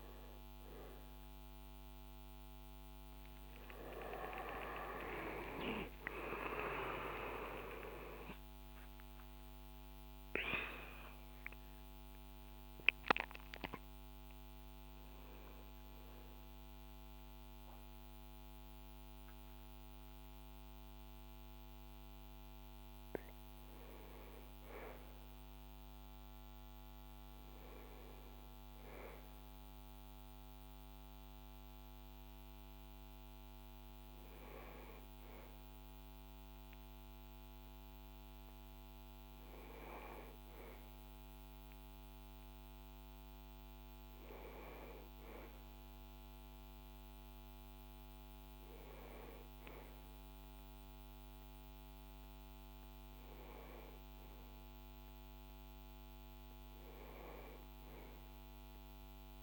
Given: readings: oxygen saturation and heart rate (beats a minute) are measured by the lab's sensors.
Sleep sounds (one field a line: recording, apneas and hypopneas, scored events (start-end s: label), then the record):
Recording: a person awake in a sleep study, by a microphone on the trachea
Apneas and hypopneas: none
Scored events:
13.50-59.43 s: new sleep stage, awake
From the record:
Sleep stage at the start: N1 (lightest sleep)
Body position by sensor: on the back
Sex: male